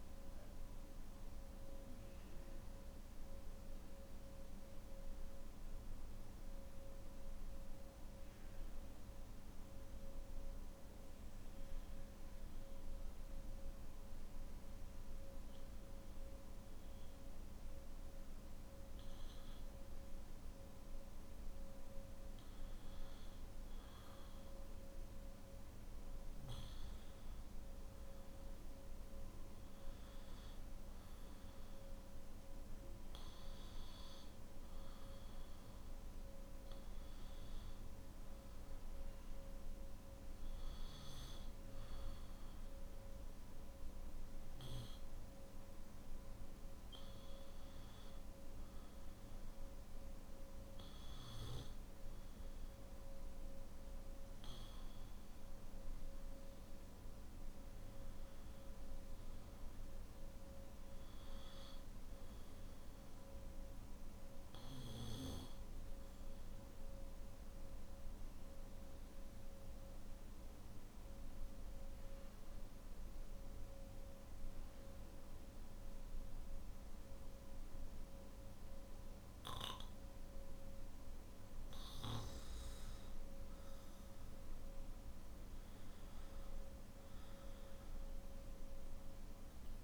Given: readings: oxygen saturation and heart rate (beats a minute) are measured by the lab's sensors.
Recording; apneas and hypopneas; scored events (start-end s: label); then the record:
breathing in sleep, hard to hear, by a room microphone; 1
65.50-80.50 s: obstructive apnea (oxygen 97% before, 92% lowest, heart rate 54 before, 51 extreme, up 10 after)
84.50-89.84 s: oxygen desaturation (device-marked, oxygen 97% before, 92% lowest, heart rate 53 before, 50 extreme)
From the record:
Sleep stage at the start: N3 (deep sleep); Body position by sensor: on the back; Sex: male